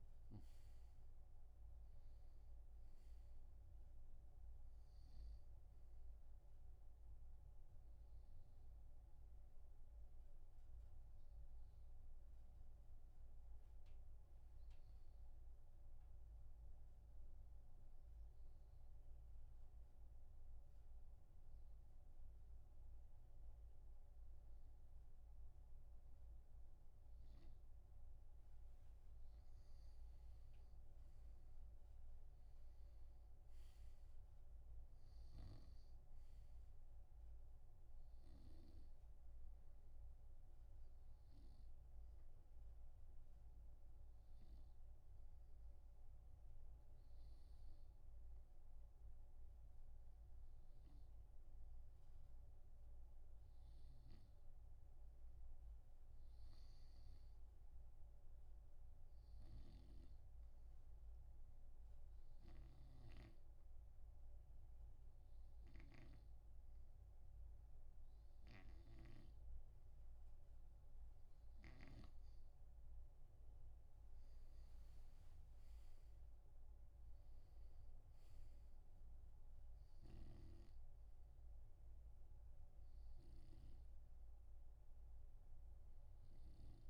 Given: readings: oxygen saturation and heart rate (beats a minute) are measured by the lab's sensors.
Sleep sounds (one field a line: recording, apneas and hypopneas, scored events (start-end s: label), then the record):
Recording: breathing in sleep, hard to hear, by a room microphone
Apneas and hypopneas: 3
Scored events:
0.00-22.00 s: oxygen desaturation (device-marked, oxygen 96% before, 90% lowest)
8.00-27.50 s: obstructive apnea (oxygen 97% before, 90% lowest)
29.50-34.00 s: arousal
38.00-59.00 s: oxygen desaturation (device-marked, oxygen 97% before, 91% lowest)
41.50-54.50 s: obstructive apnea (oxygen 97% before, 91% lowest)
57.00-60.50 s: arousal
60.00-72.50 s: snoring (device-marked)
62.50-73.00 s: obstructive apnea (oxygen 96% before, 91% lowest, heart rate 82 before, 75 extreme, up 17 after)
75.00-79.00 s: arousal
From the record:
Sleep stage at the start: N2 (light sleep)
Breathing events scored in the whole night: 122 in 4.2 hours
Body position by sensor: on the right side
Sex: male